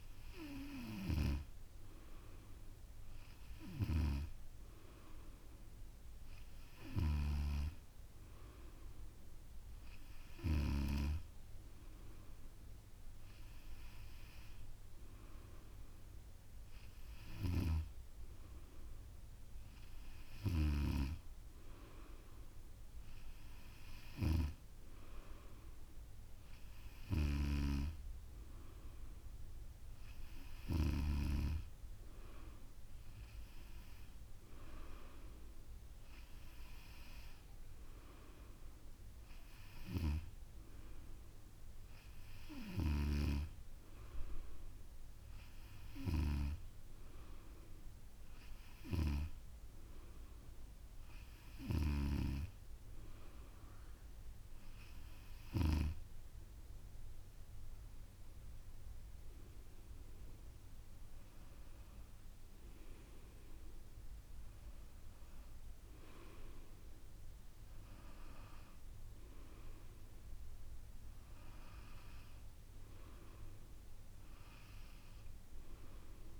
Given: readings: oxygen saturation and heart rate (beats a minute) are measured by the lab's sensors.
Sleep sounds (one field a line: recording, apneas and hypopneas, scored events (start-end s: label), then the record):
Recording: breathing in sleep by a room microphone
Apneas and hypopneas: none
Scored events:
none scored
From the record:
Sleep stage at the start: N2 (light sleep)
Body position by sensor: on the back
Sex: female